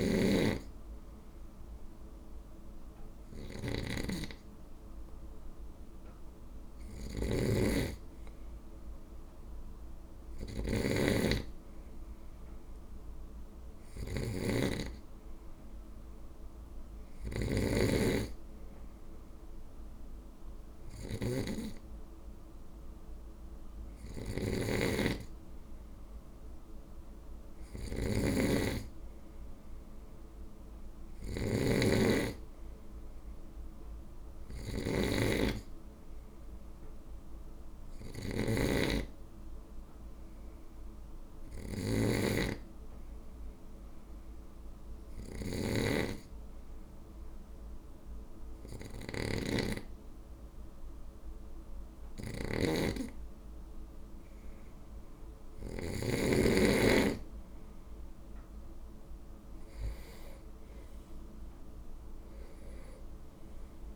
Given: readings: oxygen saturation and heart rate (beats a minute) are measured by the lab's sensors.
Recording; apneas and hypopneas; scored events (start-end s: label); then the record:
breathing in sleep by a room microphone; 1
0.00-55.50 s: snoring (device-marked)
38.50-54.50 s: hypopnea (oxygen 98% before, 96% lowest, heart rate 52 before, 50 extreme, up 5 after)
61.50-63.96 s: arousal
From the record:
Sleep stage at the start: N2 (light sleep); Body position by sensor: on the right side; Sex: male